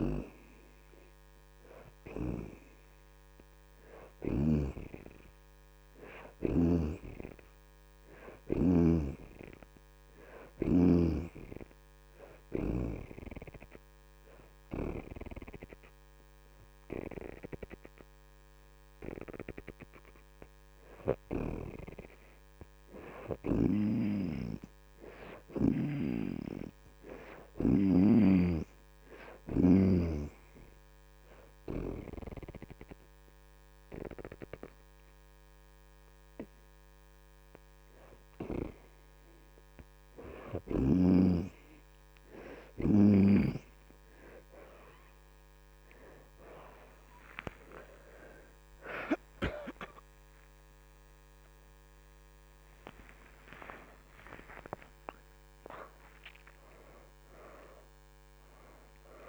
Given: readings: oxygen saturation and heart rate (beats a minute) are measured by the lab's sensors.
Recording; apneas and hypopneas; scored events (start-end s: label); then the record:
breathing in sleep by a microphone on the trachea; 1
0.50-15.50 s: oxygen desaturation (device-marked, oxygen 72% before, 63% lowest)
12.00-22.00 s: hypopnea (oxygen 72% before, 59% lowest)
22.50-26.00 s: arousal
22.50-31.50 s: oxygen desaturation (device-marked, oxygen 71% before, 66% lowest)
46.50-53.50 s: arousal
From the record:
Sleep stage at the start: N2 (light sleep); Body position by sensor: on the back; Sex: female